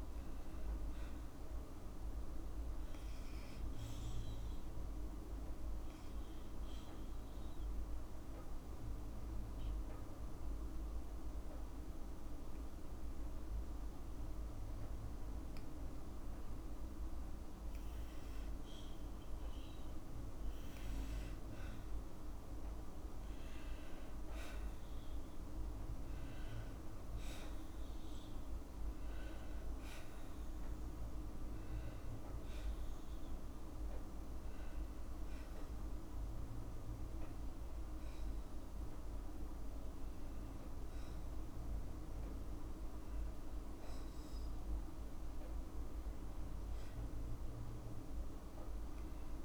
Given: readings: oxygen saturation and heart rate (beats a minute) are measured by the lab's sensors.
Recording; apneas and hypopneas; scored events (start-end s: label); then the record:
breathing in sleep, hard to hear, by a room microphone; 1
4.50-17.50 s: obstructive apnea (oxygen 95% before, 91% lowest, heart rate 55 before, 54 extreme, up 2 after)
22.50-28.00 s: arousal
43.00-49.45 s: oxygen desaturation (device-marked, oxygen 94% before, 91% lowest, heart rate 56 before, 53 extreme)
From the record:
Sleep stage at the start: N2 (light sleep); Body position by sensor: on the back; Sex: female